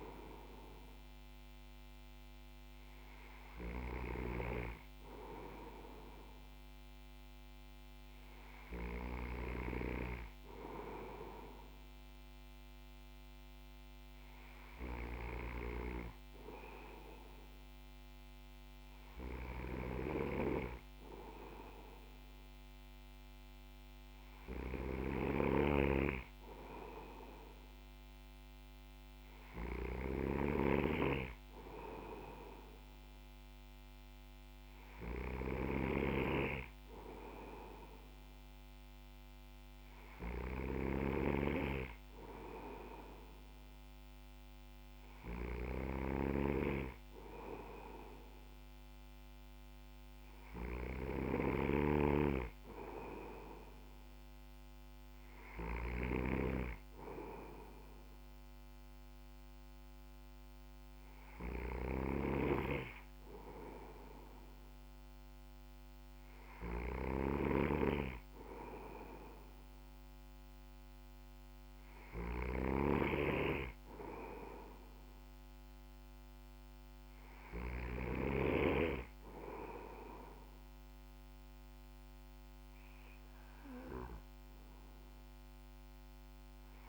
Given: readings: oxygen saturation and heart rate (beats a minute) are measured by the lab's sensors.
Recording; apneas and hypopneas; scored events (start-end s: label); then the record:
breathing in sleep by a microphone on the trachea; none
0.00-8.50 s: snoring (device-marked)
24.50-55.50 s: snoring (device-marked)
61.50-77.50 s: snoring (device-marked)
82.00-86.89 s: new sleep stage, N1 (lightest sleep)
From the record:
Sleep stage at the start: N2 (light sleep); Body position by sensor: on the back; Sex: male